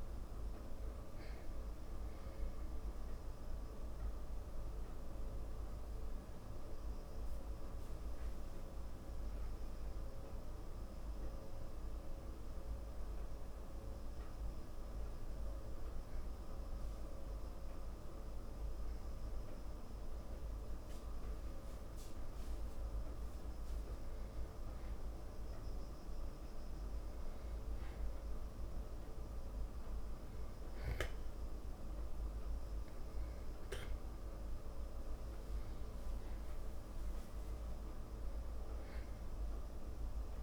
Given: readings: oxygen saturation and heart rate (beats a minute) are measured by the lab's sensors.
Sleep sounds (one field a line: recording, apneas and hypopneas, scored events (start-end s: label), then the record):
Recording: breathing in sleep, hard to hear, by a room microphone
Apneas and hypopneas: 1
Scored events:
12.00-23.00 s: obstructive apnea (oxygen 96% before, 92% lowest, heart rate 55 before, 55 extreme)
24.00-40.43 s: oxygen desaturation (device-marked, oxygen 96% before, 92% lowest, heart rate 59 before, 55 extreme)
From the record:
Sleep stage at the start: N2 (light sleep)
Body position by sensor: on the back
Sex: male